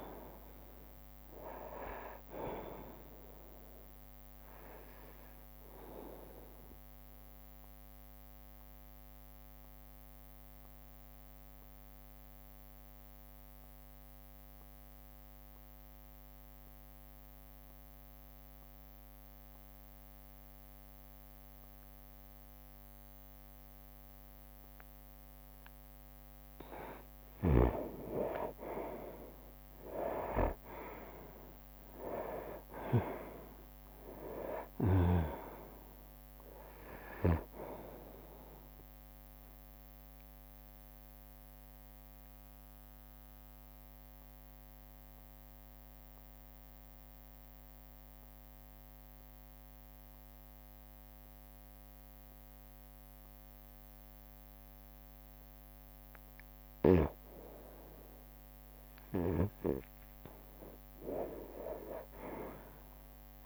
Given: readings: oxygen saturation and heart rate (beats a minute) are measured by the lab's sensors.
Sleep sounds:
breathing in sleep by a microphone on the trachea; 2
0.00-1.50 s: drop in pulse transit time (device-marked, heart rate 66 extreme)
6.00-26.00 s: obstructive apnea (oxygen 95% before, 89% lowest, heart rate 67 before, 59 extreme, up 9 after)
27.50-32.00 s: arousal
27.50-56.50 s: oxygen desaturation (device-marked, oxygen 97% before, 89% lowest, heart rate 61 before, 59 extreme)
29.50-42.50 s: drop in pulse transit time (device-marked, heart rate 61 before, 62 extreme)
40.00-56.50 s: obstructive apnea (oxygen 97% before, 89% lowest, heart rate 64 before, 59 extreme, up 6 after)
49.50-54.50 s: bradycardia (device-marked, heart rate 63 before, 59 extreme)
59.50-63.46 s: drop in pulse transit time (device-marked, heart rate 63 before, 61 extreme)
60.00-63.46 s: arousal
From the record:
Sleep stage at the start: N2 (light sleep); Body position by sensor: on the right side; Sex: male

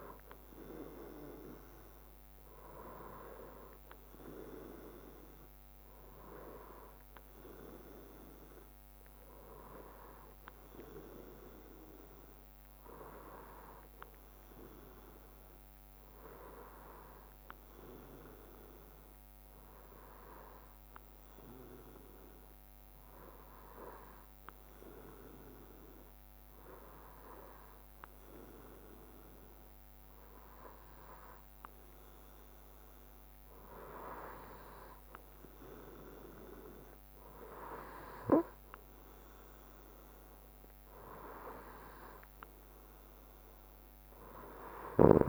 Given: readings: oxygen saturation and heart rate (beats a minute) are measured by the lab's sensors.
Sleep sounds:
breathing in sleep by a microphone on the trachea; none
none scored
From the record:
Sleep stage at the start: N3 (deep sleep); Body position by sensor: on the right side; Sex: male

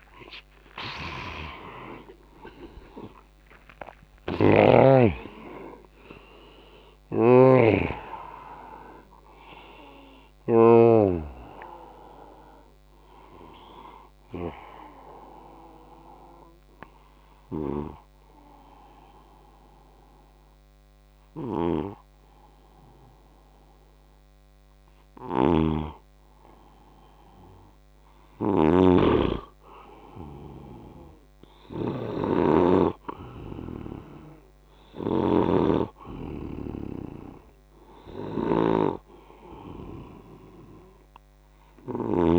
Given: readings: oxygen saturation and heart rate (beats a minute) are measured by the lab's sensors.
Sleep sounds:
breathing in sleep by a microphone on the trachea; 1
0.00-3.00 s: arousal
0.00-20.00 s: oxygen desaturation (device-marked, oxygen 88% lowest, heart rate 68 extreme)
6.50-10.50 s: snoring (device-marked)
15.00-25.50 s: hypopnea (oxygen 98% before, 89% lowest, heart rate 80 before, 68 extreme, up 1 after)
17.00-42.00 s: snoring (device-marked)
29.00-32.00 s: arousal
From the record:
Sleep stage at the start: N2 (light sleep); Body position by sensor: on the right side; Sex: male

